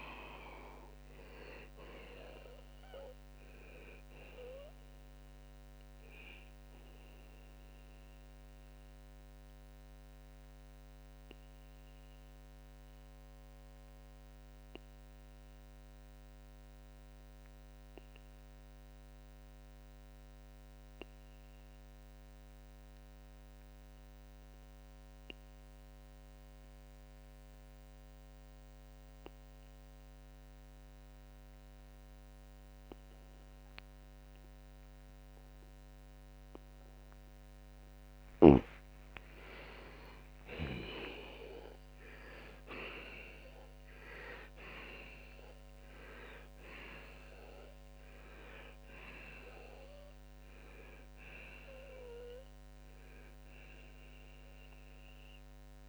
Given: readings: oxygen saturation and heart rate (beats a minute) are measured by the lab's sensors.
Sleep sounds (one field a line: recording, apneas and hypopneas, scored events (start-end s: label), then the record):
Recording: breathing in sleep by a microphone on the trachea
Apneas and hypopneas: 1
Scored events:
0.00-7.50 s: oxygen desaturation (device-marked, oxygen 91% lowest, heart rate 60 extreme)
9.50-36.50 s: mixed apnea (oxygen 94% before, 82% lowest, heart rate 97 before, 60 extreme, up 54 after)
16.50-37.50 s: oxygen desaturation (device-marked, oxygen 92% before, 82% lowest, heart rate 84 before, 66 extreme)
38.50-43.50 s: arousal
From the record:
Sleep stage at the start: N2 (light sleep)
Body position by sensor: on the back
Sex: male